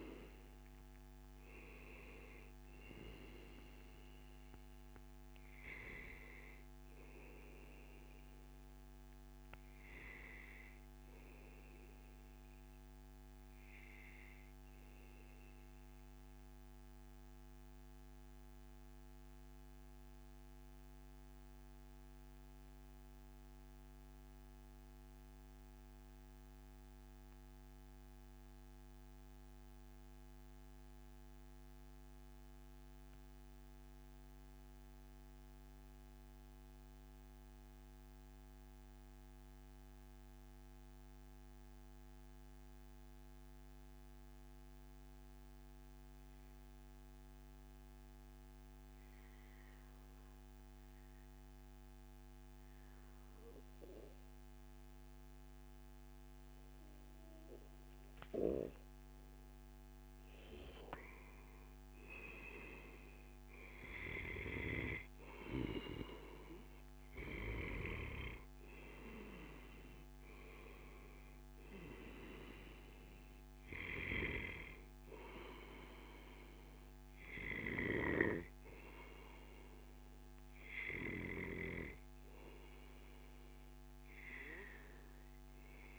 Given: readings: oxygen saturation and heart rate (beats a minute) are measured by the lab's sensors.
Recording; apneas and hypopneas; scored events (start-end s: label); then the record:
breathing in sleep by a microphone on the trachea; 1
0.00-5.00 s: oxygen desaturation (device-marked, oxygen 91% lowest, heart rate 117 extreme)
15.50-57.00 s: mixed apnea (oxygen 94% before, 89% lowest, heart rate 142 before, 88 extreme, up 27 after)
25.00-27.00 s: long interval between heartbeats (device-marked, heart rate 144 before, 136 extreme)
27.50-29.50 s: long interval between heartbeats (device-marked, heart rate 144 before, 117 extreme)
34.50-36.50 s: long interval between heartbeats (device-marked, heart rate 131 before, 102 extreme)
38.00-40.00 s: long interval between heartbeats (device-marked, heart rate 124 before, 110 extreme)
40.50-42.50 s: long interval between heartbeats (device-marked, heart rate 120 before, 108 extreme)
43.50-45.50 s: long interval between heartbeats (device-marked, heart rate 115 before, 101 extreme)
51.50-53.50 s: long interval between heartbeats (device-marked, heart rate 104 before, 107 extreme)
55.00-83.00 s: oxygen desaturation (device-marked, oxygen 97% before, 89% lowest, heart rate 104 before, 97 extreme)
56.00-58.00 s: long interval between heartbeats (device-marked, heart rate 103 before, 88 extreme)
60.00-64.00 s: arousal
61.00-63.00 s: long interval between heartbeats (device-marked, heart rate 101 before, 105 extreme)
66.50-68.50 s: long interval between heartbeats (device-marked, heart rate 101 before, 97 extreme)
From the record:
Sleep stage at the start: REM sleep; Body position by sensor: on the back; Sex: male